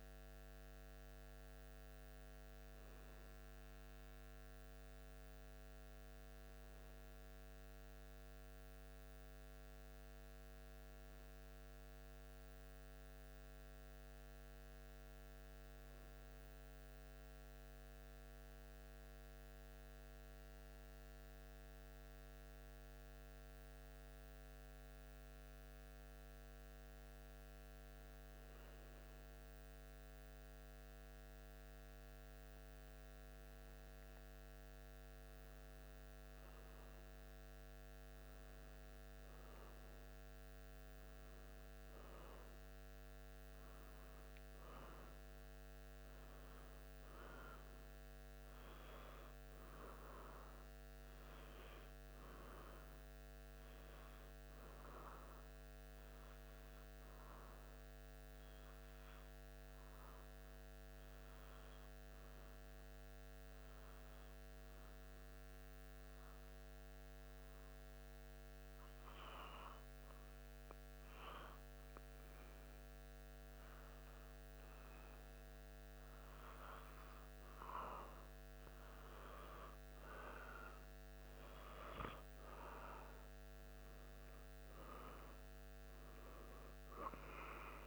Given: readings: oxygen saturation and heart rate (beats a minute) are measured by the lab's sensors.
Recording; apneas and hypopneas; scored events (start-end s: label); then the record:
breathing in sleep by a microphone on the trachea; 2
11.50-30.00 s: obstructive apnea (oxygen 96% before, 93% lowest, heart rate 76 before, 73 extreme, up 4 after)
29.00-40.00 s: oxygen desaturation (device-marked, oxygen 96% before, 93% lowest, heart rate 76 before, 73 extreme)
32.00-36.00 s: arousal
53.00-78.00 s: hypopnea (oxygen 98% before, 95% lowest, heart rate 77 before, 73 extreme, up 3 after)
63.00-87.87 s: new sleep stage, N2 (light sleep)
81.00-85.00 s: arousal
From the record:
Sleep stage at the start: N1 (lightest sleep); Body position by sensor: on the back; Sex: male